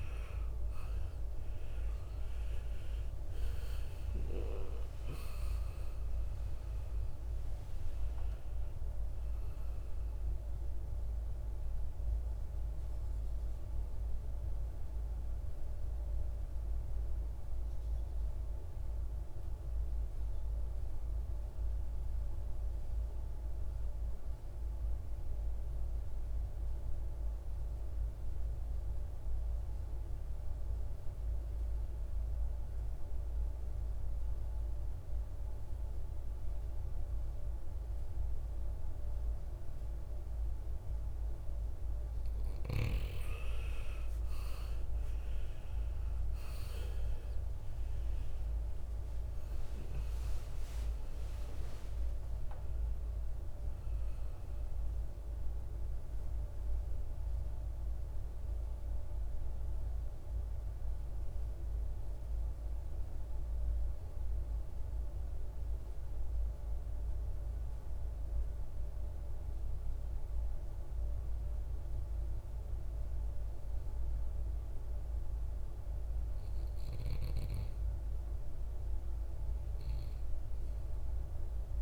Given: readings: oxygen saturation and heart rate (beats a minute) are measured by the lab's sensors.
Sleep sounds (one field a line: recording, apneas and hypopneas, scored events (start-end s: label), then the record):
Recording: breathing in sleep, hard to hear, by a room microphone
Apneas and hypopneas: 2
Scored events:
0.00-4.50 s: arousal
0.00-28.50 s: oxygen desaturation (device-marked, oxygen 87% lowest, heart rate 52 extreme)
11.00-41.00 s: mixed apnea (oxygen 99% before, 86% lowest, heart rate 67 before, 52 extreme, up 16 after)
43.50-47.50 s: arousal
43.50-70.50 s: oxygen desaturation (device-marked, oxygen 98% before, 86% lowest, heart rate 57 before, 51 extreme)
59.50-77.00 s: obstructive apnea (oxygen 99% before, 86% lowest, heart rate 69 before, 51 extreme, up 7 after)
79.00-81.82 s: arousal
From the record:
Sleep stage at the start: N2 (light sleep)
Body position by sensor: on the right side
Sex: male